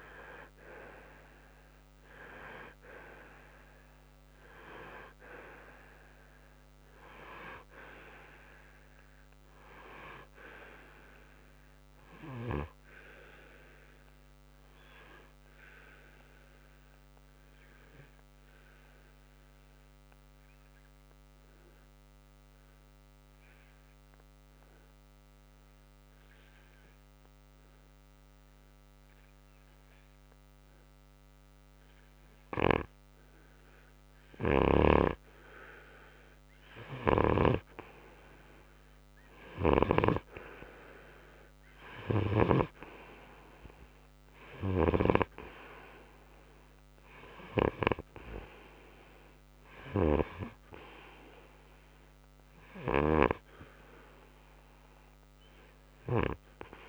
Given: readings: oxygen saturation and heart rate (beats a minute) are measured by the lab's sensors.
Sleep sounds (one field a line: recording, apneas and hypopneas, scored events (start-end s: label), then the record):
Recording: breathing in sleep by a microphone on the trachea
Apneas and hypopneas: 1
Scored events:
13.50-34.50 s: obstructive apnea (oxygen 97% before, 92% lowest, heart rate 68 before, 60 extreme, up 4 after)
14.00-27.00 s: oxygen desaturation (device-marked, oxygen 95% before, 92% lowest, heart rate 67 before, 60 extreme)
37.00-40.50 s: snoring (device-marked)
40.00-44.50 s: arousal
50.00-56.89 s: oxygen desaturation (device-marked, oxygen 97% before, 92% lowest, heart rate 63 before, 62 extreme)
50.00-56.89 s: snoring (device-marked)
From the record:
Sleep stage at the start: N2 (light sleep)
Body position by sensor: on the right side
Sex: male